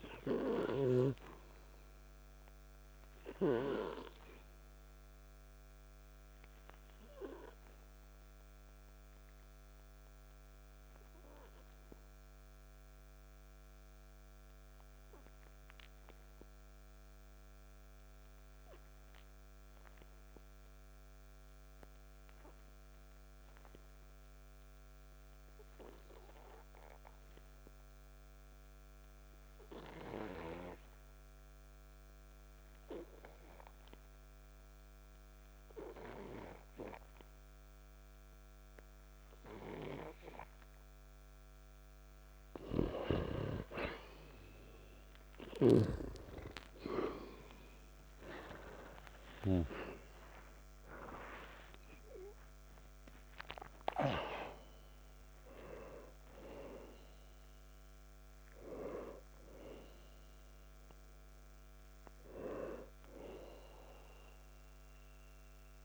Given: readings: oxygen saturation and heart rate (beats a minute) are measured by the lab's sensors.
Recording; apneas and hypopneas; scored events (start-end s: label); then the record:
breathing in sleep by a microphone on the trachea; 1
4.00-41.50 s: obstructive apnea (oxygen 97% before, 87% lowest, heart rate 53 before, 47 extreme, up 4 after)
24.50-35.50 s: oxygen desaturation (device-marked, oxygen 96% before, 92% lowest, heart rate 54 before, 47 extreme)
46.50-51.50 s: arousal
47.50-57.50 s: oxygen desaturation (device-marked, oxygen 97% before, 92% lowest, heart rate 50 before, 55 extreme)
64.50-65.85 s: oxygen desaturation (device-marked, oxygen 94% before, 87% lowest, heart rate 57 before, 51 extreme)
From the record:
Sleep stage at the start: N2 (light sleep); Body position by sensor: on the back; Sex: male